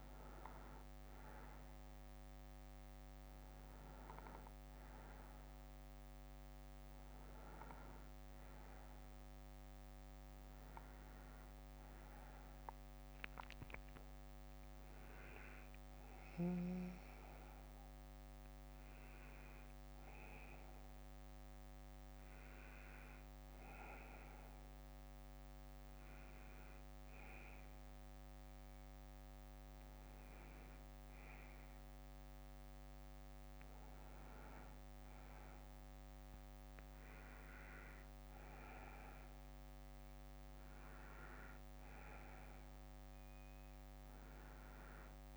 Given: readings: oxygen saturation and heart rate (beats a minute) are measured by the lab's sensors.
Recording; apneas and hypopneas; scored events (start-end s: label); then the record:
breathing in sleep, hard to hear, by a microphone on the trachea; none
1.00-6.00 s: bradycardia (device-marked, heart rate 66 before, 59 extreme)
15.50-20.50 s: arousal
26.00-29.00 s: bradycardia (device-marked, heart rate 66 before, 57 extreme)
30.00-32.00 s: bradycardia (device-marked, heart rate 66 before, 53 extreme)
41.00-45.37 s: bradycardia (device-marked, heart rate 66 before, 47 extreme)
From the record:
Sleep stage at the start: N2 (light sleep); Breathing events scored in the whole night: 228 in 4.2 hours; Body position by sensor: on the front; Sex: male